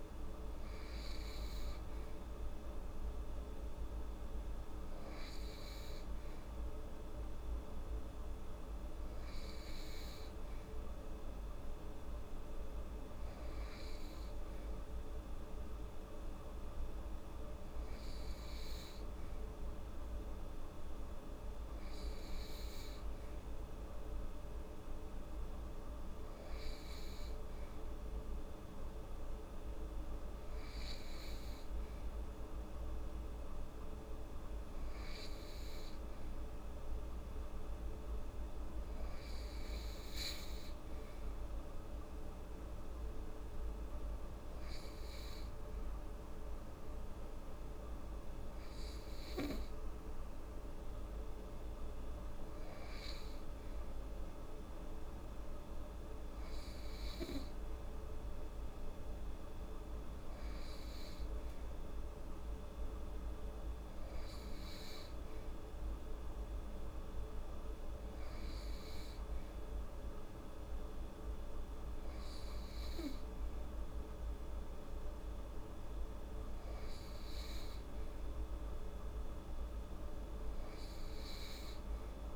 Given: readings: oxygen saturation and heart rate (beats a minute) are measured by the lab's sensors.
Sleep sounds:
breathing in sleep, hard to hear, by a room microphone; none
none scored
From the record:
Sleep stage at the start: N2 (light sleep); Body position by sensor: on the right side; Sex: female

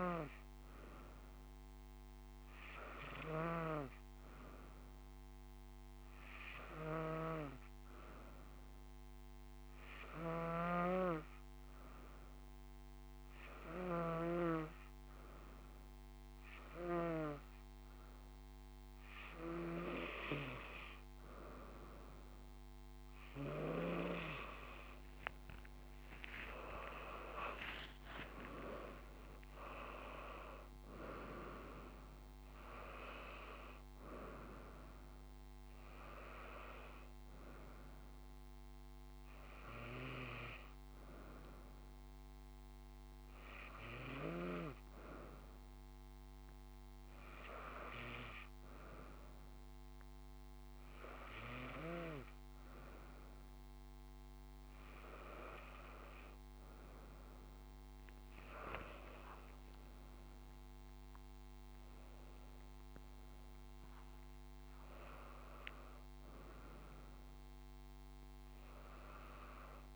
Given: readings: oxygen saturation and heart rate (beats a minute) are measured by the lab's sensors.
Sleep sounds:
breathing in sleep by a microphone on the trachea; none
27.50-31.50 s: arousal
30.00-69.96 s: new sleep stage, N2 (light sleep)
60.50-64.50 s: arousal
From the record:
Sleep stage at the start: N1 (lightest sleep); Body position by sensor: on the right side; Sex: female

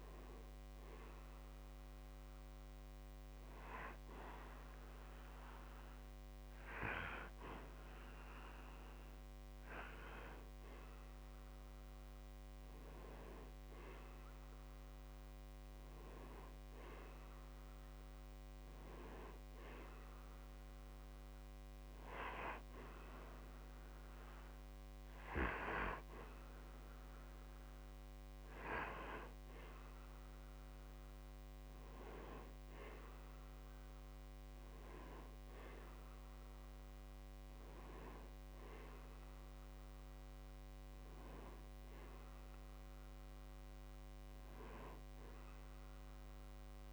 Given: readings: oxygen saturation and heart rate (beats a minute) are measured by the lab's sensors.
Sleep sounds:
breathing in sleep by a microphone on the trachea; none
none scored
From the record:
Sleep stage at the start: N2 (light sleep); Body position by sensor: on the back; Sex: male

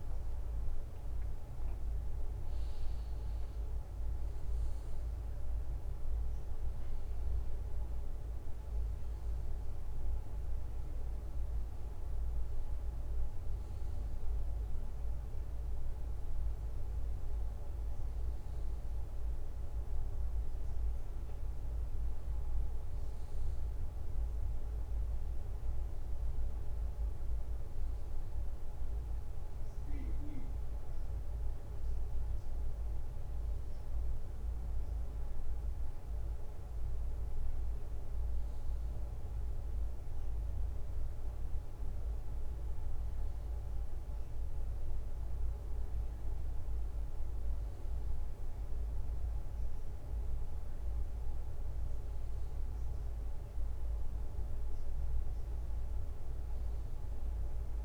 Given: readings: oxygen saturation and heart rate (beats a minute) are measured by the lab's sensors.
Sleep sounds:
a person awake in a sleep study, hard to hear, by a room microphone; none
0.50-13.50 s: drop in pulse transit time (device-marked, heart rate 70 before, 69 extreme)
8.50-57.85 s: new sleep stage, awake
From the record:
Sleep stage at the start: N2 (light sleep); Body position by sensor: on the right side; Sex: male

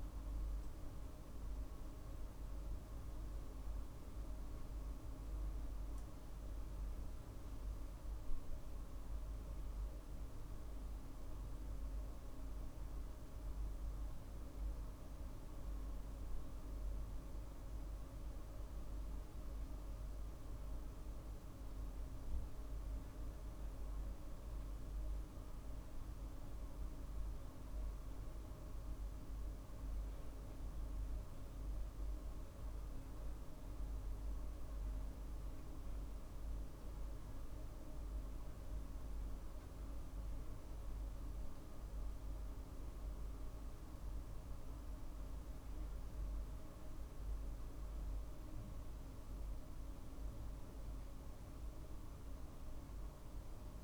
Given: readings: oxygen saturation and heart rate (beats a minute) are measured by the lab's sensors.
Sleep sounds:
breathing in sleep, hard to hear, by a room microphone; none
27.00-31.00 s: arousal
From the record:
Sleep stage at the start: N2 (light sleep); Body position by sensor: on the right side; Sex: male

